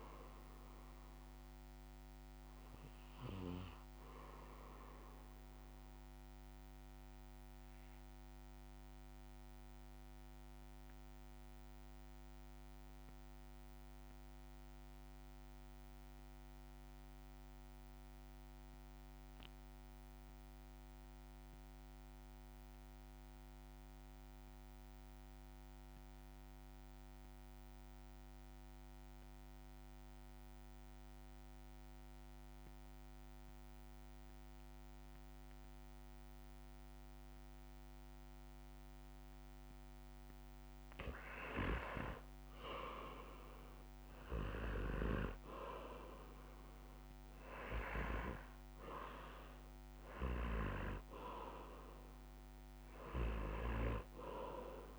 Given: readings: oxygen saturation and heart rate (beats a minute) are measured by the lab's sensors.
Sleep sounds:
breathing in sleep by a microphone on the trachea; 1
8.00-40.50 s: obstructive apnea (oxygen 98% before, 81% lowest, heart rate 66 before, 58 extreme, up 11 after)
31.00-54.98 s: oxygen desaturation (device-marked, oxygen 97% before, 81% lowest, heart rate 59 before, 59 extreme)
42.00-46.00 s: arousal
From the record:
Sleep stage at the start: REM sleep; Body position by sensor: on the back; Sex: male

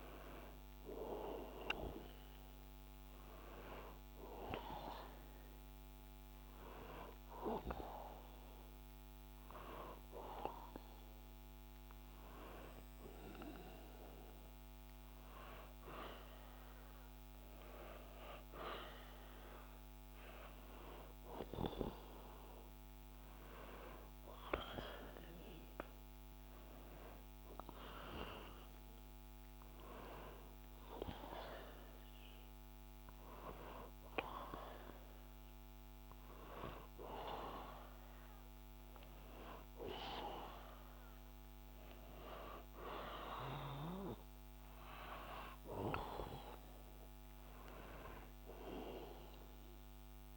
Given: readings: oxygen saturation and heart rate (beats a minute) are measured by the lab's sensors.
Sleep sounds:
breathing in sleep by a microphone on the trachea; 1
23.00-28.50 s: arousal
32.00-43.50 s: hypopnea (oxygen 94% before, 92% lowest, heart rate 62 before, 62 extreme, up 2 after)
47.50-50.37 s: arousal
From the record:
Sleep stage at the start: N2 (light sleep); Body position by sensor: on the back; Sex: male

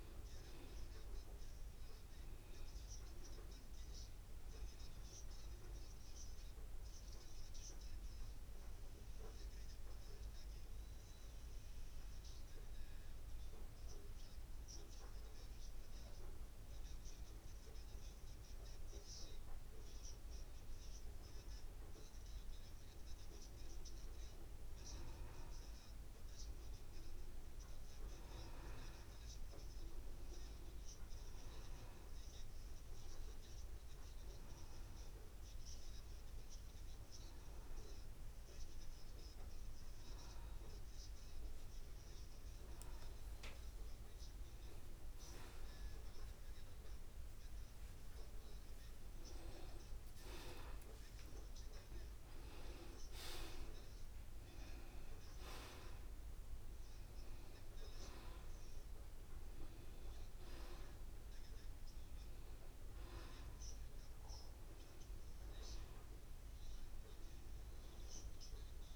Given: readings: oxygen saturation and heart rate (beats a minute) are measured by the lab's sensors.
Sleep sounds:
breathing in sleep by a room microphone; 2
4.50-7.00 s: arousal
9.00-19.50 s: mixed apnea (oxygen 94% before, 89% lowest, heart rate 78 before, 76 extreme, up 3 after)
22.00-26.50 s: arousal
25.50-43.50 s: oxygen desaturation (device-marked, oxygen 92% before, 89% lowest, heart rate 76 before, 77 extreme)
33.00-43.50 s: hypopnea (oxygen 93% before, 89% lowest, heart rate 77 before, 77 extreme)
46.50-48.50 s: long interval between heartbeats (device-marked, heart rate 80 before, 119 extreme)
46.50-50.00 s: arousal
From the record:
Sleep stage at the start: N2 (light sleep); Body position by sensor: on the back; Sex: male

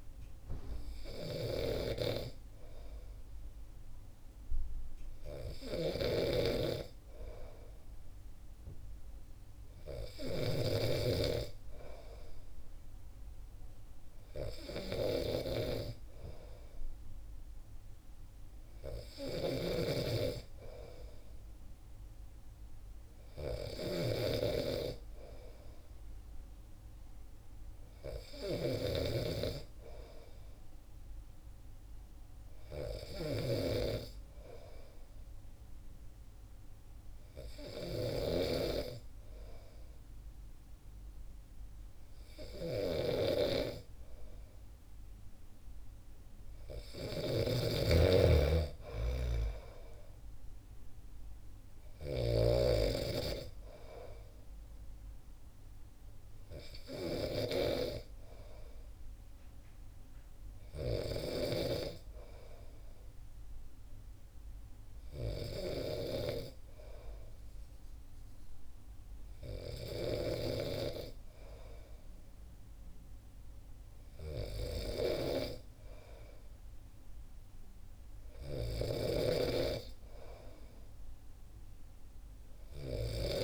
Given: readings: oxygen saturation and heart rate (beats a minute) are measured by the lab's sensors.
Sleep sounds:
breathing in sleep by a room microphone; none
0.00-10.50 s: snoring (device-marked)
19.00-70.50 s: snoring (device-marked)
78.50-83.44 s: snoring (device-marked)
From the record:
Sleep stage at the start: N2 (light sleep); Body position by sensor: on the back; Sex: male

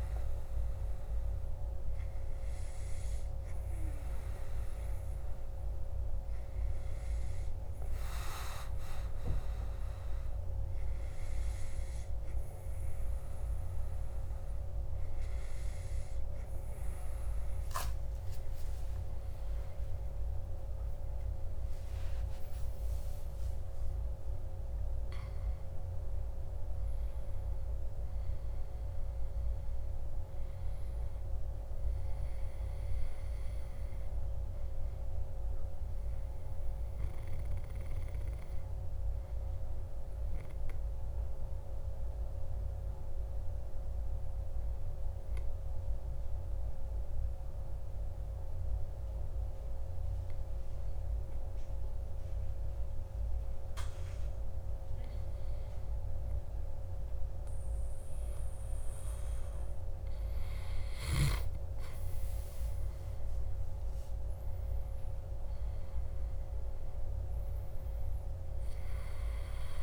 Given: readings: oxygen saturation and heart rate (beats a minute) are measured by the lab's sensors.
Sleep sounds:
breathing in sleep, hard to hear, by a room microphone; 1
19.50-26.50 s: arousal
41.50-54.50 s: obstructive apnea (oxygen 98% before, 96% lowest, heart rate 60 before, 53 extreme, up 3 after)
62.50-67.00 s: arousal
From the record:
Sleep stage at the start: N2 (light sleep); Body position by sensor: on the back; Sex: male

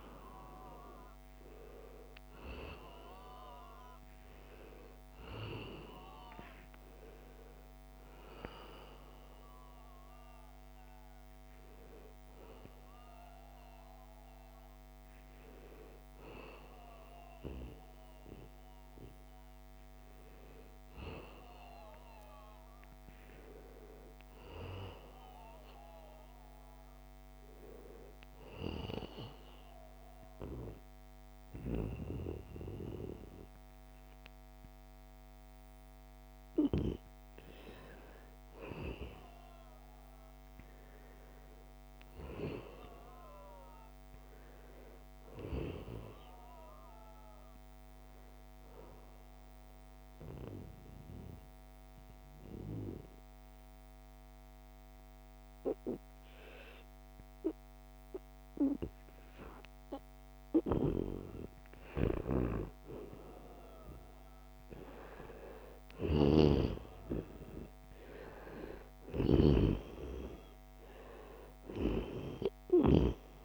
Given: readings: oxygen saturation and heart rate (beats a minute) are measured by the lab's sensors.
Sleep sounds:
breathing in sleep by a microphone on the trachea; 2
0.00-11.50 s: oxygen desaturation (device-marked, oxygen 89% lowest, heart rate 80 extreme)
28.00-38.00 s: obstructive apnea (oxygen 97% before, 93% lowest, heart rate 85 before, 75 extreme, up 1 after)
40.00-44.00 s: arousal
48.50-59.00 s: obstructive apnea (oxygen 97% before, 90% lowest, heart rate 80 before, 74 extreme, up 1 after)
57.50-73.45 s: new sleep stage, N2 (light sleep)
64.00-68.50 s: arousal
From the record:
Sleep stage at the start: N1 (lightest sleep); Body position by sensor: on the back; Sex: male

